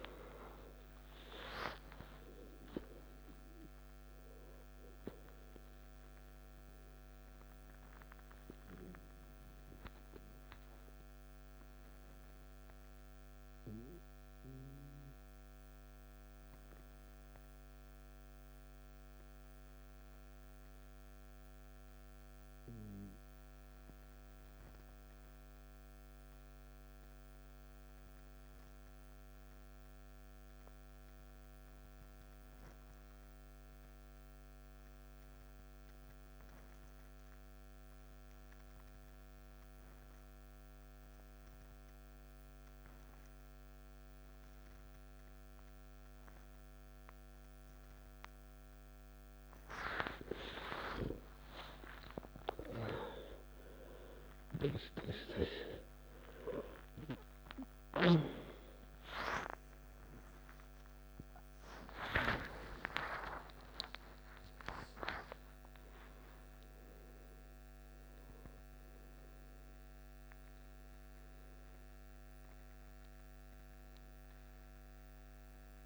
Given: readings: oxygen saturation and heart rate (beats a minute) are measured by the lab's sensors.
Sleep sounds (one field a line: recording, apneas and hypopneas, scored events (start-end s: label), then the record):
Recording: breathing in sleep by a microphone on the trachea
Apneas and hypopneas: 1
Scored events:
0.00-16.50 s: oxygen desaturation (device-marked, oxygen 87% lowest, heart rate 53 extreme)
7.50-49.00 s: mixed apnea (oxygen 96% before, 86% lowest, heart rate 69 before, 53 extreme, up 13 after)
11.50-75.86 s: new sleep stage, N2 (light sleep)
38.50-75.86 s: oxygen desaturation (device-marked, oxygen 98% before, 86% lowest, heart rate 55 before, 57 extreme)
51.00-56.00 s: arousal
From the record:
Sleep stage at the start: N1 (lightest sleep)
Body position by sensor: on the back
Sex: male